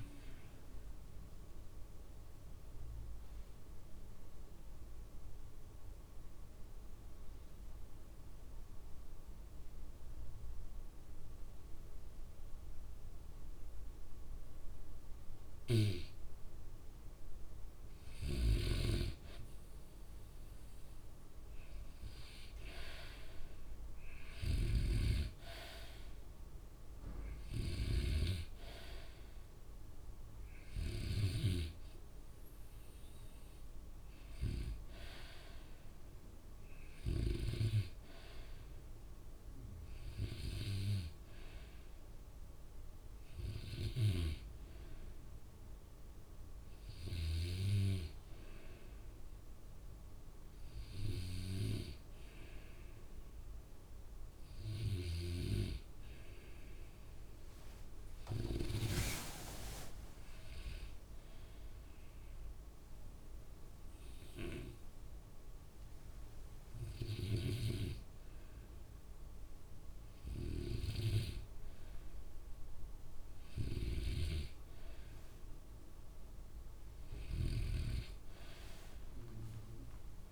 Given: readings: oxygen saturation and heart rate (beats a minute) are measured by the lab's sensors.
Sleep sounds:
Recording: breathing in sleep by a room microphone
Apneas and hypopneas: 2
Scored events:
2.00-18.50 s: obstructive apnea (oxygen 95% before, 92% lowest, heart rate 76 before, 59 extreme, up 3 after)
22.00-25.50 s: arousal
27.00-41.00 s: oxygen desaturation (device-marked, oxygen 98% before, 92% lowest, heart rate 66 before, 59 extreme)
59.00-67.00 s: tachycardia (device-marked, heart rate 66 before, 129 extreme)
62.50-75.00 s: hypopnea (oxygen 97% before, 94% lowest, heart rate 65 before, 61 extreme, up 3 after)
76.50-80.00 s: arousal
From the record:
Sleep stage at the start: N2 (light sleep)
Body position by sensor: on the back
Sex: male

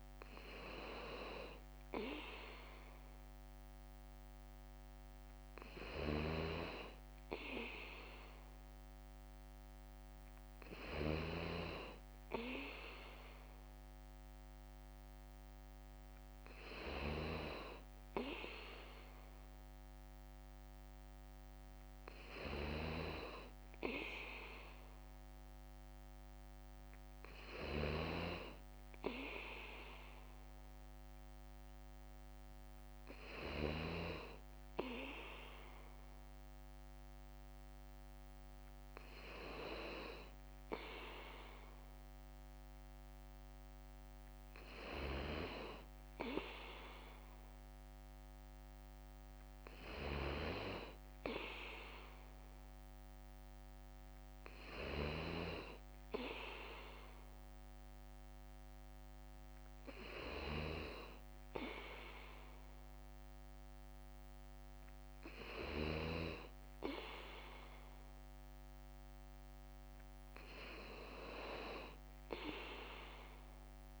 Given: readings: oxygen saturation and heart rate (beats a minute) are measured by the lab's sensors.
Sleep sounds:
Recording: breathing in sleep by a microphone on the trachea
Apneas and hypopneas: none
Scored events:
0.00-60.50 s: bradycardia (device-marked, heart rate 55 extreme)
65.50-74.00 s: bradycardia (device-marked, heart rate 58 before, 58 extreme)
From the record:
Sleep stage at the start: N2 (light sleep)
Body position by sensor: on the back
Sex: male

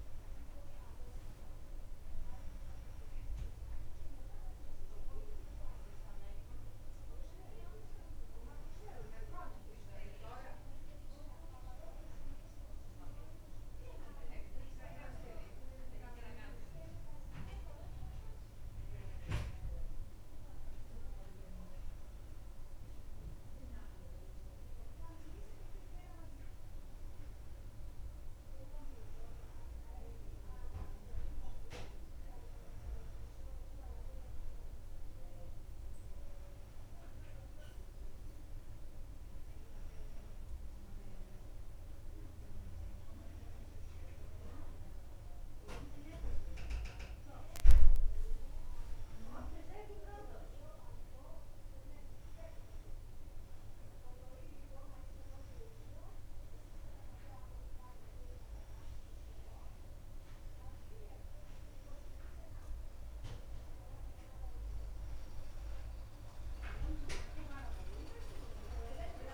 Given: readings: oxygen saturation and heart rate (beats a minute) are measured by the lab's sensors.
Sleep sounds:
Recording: breathing in sleep by a room microphone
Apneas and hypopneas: none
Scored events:
36.50-69.34 s: new sleep stage, N2 (light sleep)
From the record:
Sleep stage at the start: N1 (lightest sleep)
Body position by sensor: on the back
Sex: female

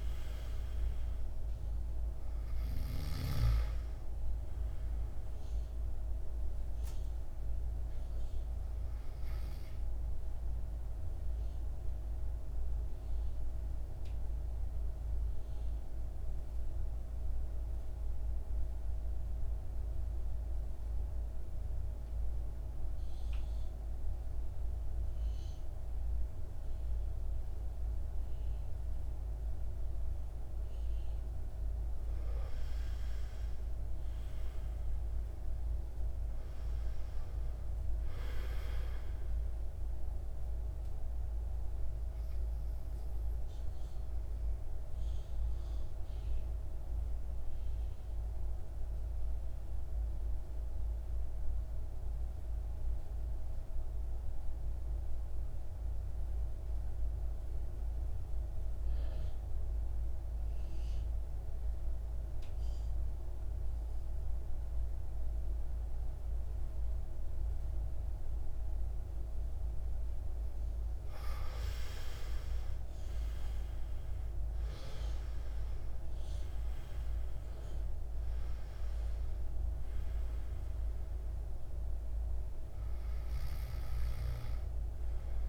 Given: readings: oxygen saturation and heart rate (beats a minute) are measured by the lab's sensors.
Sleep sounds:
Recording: breathing in sleep, hard to hear, by a room microphone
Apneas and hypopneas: 2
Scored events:
0.00-24.00 s: oxygen desaturation (device-marked, oxygen 83% lowest, heart rate 53 extreme)
11.50-31.50 s: central apnea (oxygen 100% before, 83% lowest, heart rate 60 before, 53 extreme, up 8 after)
33.00-36.50 s: arousal
34.00-58.00 s: oxygen desaturation (device-marked, oxygen 99% before, 89% lowest, heart rate 56 before, 54 extreme)
40.50-69.00 s: mixed apnea (oxygen 99% before, 81% lowest, heart rate 58 before, 54 extreme, up 10 after)
70.00-85.49 s: oxygen desaturation (device-marked, oxygen 98% before, 81% lowest, heart rate 56 before, 54 extreme)
72.50-75.50 s: arousal
From the record:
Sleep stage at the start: N2 (light sleep)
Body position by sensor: on the back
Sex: male

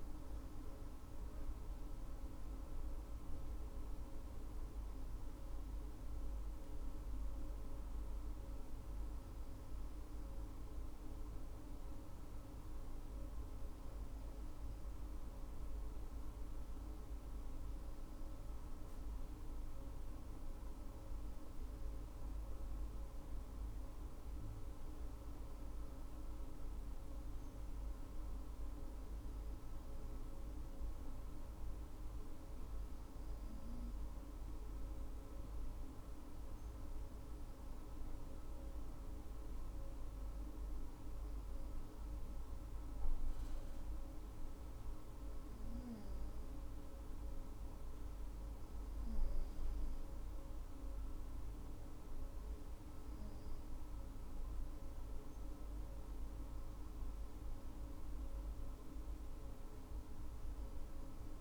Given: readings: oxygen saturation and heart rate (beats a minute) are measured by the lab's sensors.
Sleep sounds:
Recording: breathing in sleep, hard to hear, by a room microphone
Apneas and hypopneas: none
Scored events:
none scored
From the record:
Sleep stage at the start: N2 (light sleep)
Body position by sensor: on the right side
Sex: female

